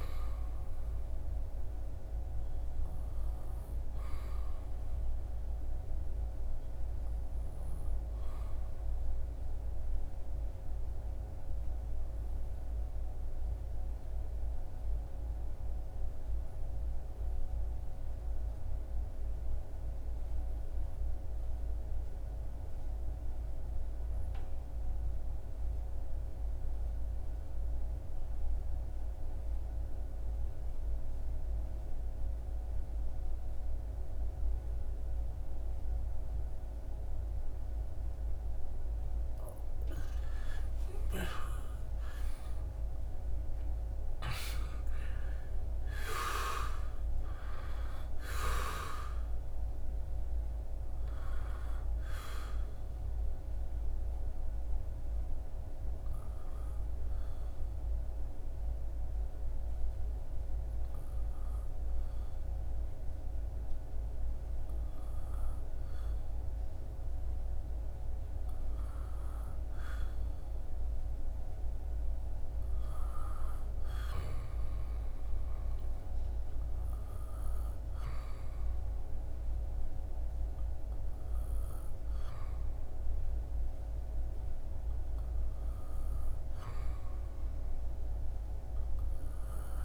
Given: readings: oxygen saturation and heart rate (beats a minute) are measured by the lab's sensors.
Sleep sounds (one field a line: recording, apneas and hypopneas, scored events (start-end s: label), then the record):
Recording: breathing in sleep, hard to hear, by a room microphone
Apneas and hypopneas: 2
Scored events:
9.00-37.50 s: obstructive apnea (oxygen 97% before, 78% lowest, heart rate 75 before, 64 extreme, up 14 after)
31.00-64.00 s: oxygen desaturation (device-marked, oxygen 96% before, 78% lowest, heart rate 69 before, 65 extreme)
40.00-44.50 s: arousal
53.50-68.00 s: obstructive apnea (oxygen 96% before, 78% lowest, heart rate 73 before, 77 extreme, up 5 after)
70.00-74.00 s: arousal
From the record:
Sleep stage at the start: N2 (light sleep)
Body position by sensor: on the back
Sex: male